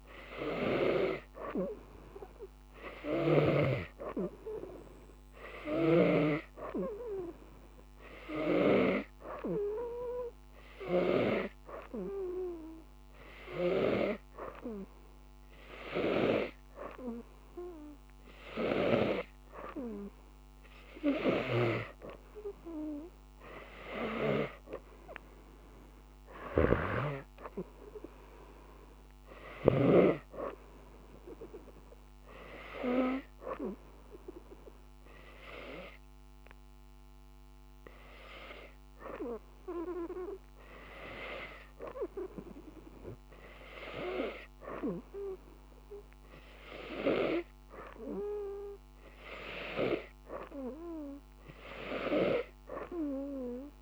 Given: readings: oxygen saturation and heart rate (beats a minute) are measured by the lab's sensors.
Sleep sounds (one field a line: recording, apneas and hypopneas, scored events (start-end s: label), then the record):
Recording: breathing in sleep by a microphone on the trachea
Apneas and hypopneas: none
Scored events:
21.50-30.00 s: snoring (device-marked)
From the record:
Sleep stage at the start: N2 (light sleep)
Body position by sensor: on the right side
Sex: female